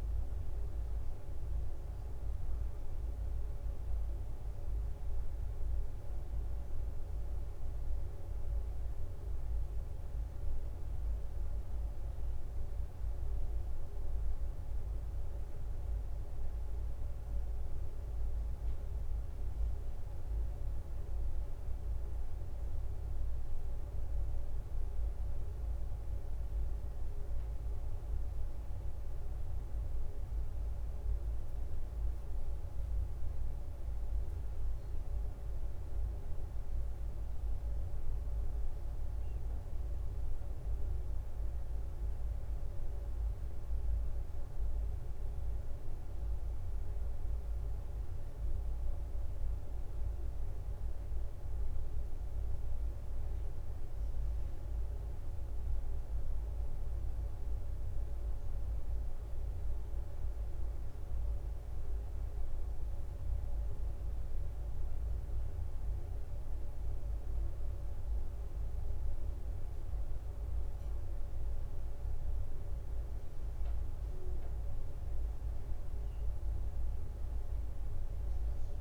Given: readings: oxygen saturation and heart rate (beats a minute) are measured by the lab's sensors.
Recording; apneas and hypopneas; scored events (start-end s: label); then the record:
a person awake in a sleep study, hard to hear, by a room microphone; none
0.00-1.00 s: leg movement (device-marked)
0.00-4.00 s: arousal
0.00-8.50 s: drop in pulse transit time (device-marked, heart rate 62 extreme)
9.50-11.50 s: bradycardia (device-marked, heart rate 65 before, 63 extreme)
27.50-30.00 s: leg movement (device-marked)
29.50-78.81 s: new sleep stage, awake
51.50-53.50 s: bradycardia (device-marked, heart rate 65 before, 63 extreme)
76.50-78.50 s: bradycardia (device-marked, heart rate 65 before, 62 extreme)
From the record:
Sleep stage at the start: N1 (lightest sleep); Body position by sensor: on the back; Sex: female